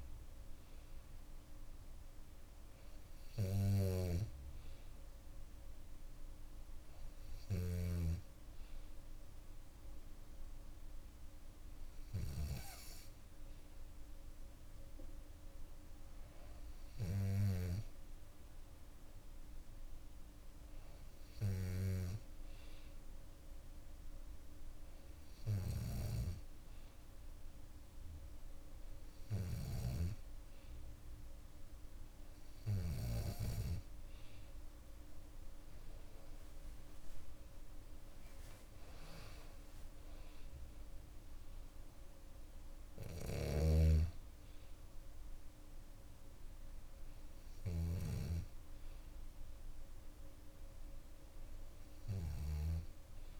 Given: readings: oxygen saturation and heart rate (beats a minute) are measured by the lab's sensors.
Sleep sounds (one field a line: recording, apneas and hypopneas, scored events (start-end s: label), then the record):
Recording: breathing in sleep by a room microphone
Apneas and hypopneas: none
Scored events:
35.00-38.50 s: arousal
36.00-38.00 s: long interval between heartbeats (device-marked, heart rate 64 before, 75 extreme)
38.00-40.00 s: long interval between heartbeats (device-marked, heart rate 65 before, 97 extreme)
43.50-48.50 s: bradycardia (device-marked, heart rate 65 before, 58 extreme)
From the record:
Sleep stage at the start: N2 (light sleep)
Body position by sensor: on the back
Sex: female